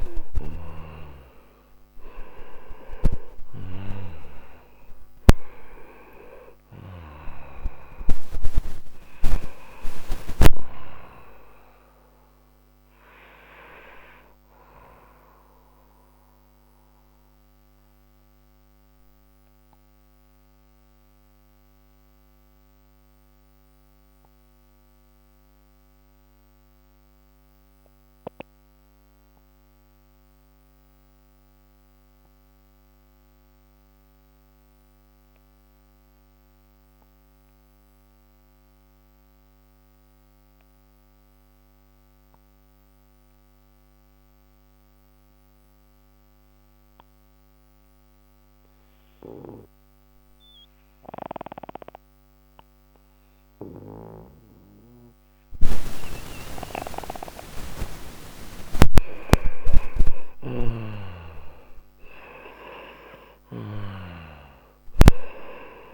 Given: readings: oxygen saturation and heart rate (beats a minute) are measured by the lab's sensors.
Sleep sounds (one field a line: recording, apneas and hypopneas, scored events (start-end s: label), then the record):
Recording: breathing in sleep by a microphone on the trachea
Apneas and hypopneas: 1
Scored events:
0.00-1.00 s: arousal
0.00-29.50 s: oxygen desaturation (device-marked, oxygen 89% lowest, heart rate 36 extreme)
16.50-55.00 s: mixed apnea (oxygen 97% before, 87% lowest, heart rate 49 before, 56 extreme, up 12 after)
57.50-62.50 s: arousal
60.00-65.94 s: snoring (device-marked)
From the record:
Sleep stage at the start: N2 (light sleep)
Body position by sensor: on the right side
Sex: male